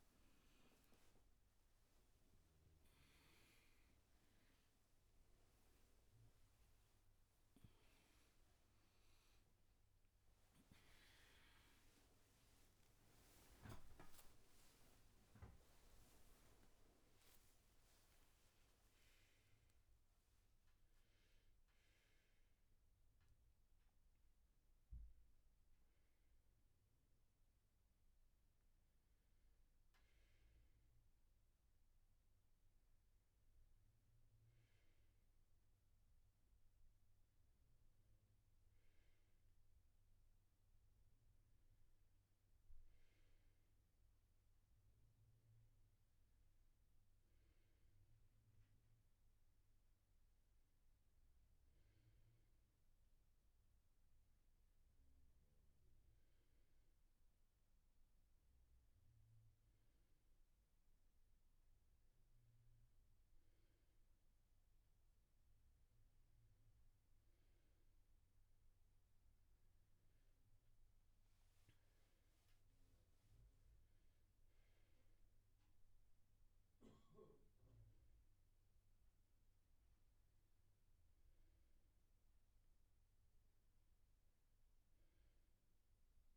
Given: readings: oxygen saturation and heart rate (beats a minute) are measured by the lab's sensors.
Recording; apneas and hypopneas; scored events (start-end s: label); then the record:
a person partly awake in a sleep study, hard to hear, by a room microphone; none
20.50-86.37 s: new sleep stage, N1 (lightest sleep)
57.50-86.37 s: oxygen desaturation (device-marked, oxygen 97% before, 93% lowest, heart rate 74 before, 71 extreme)
From the record:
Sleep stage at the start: awake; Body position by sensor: on the back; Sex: male